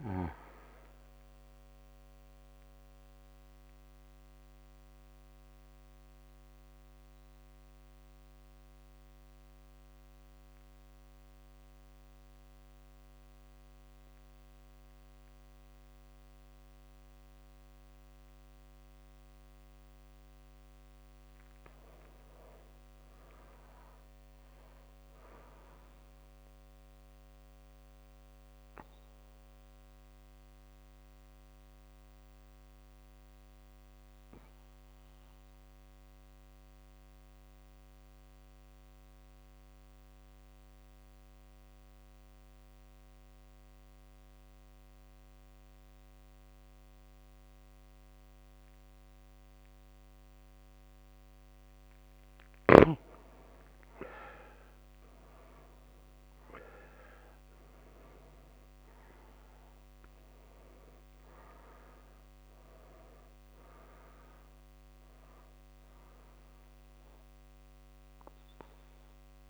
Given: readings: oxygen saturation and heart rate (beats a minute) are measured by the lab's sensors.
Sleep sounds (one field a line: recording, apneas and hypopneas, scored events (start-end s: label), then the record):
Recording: breathing in sleep by a microphone on the trachea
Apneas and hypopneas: 2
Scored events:
0.00-7.00 s: oxygen desaturation (device-marked, oxygen 89% lowest)
2.50-20.00 s: central apnea (oxygen 98% before, 89% lowest)
21.50-25.00 s: arousal
28.00-51.00 s: mixed apnea (oxygen 100% before, 89% lowest)
35.00-49.00 s: oxygen desaturation (device-marked, oxygen 100% before, 96% lowest)
52.50-58.00 s: arousal
60.00-69.50 s: oxygen desaturation (device-marked, oxygen 98% before, 89% lowest)
From the record:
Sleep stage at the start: N2 (light sleep)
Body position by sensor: on the back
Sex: male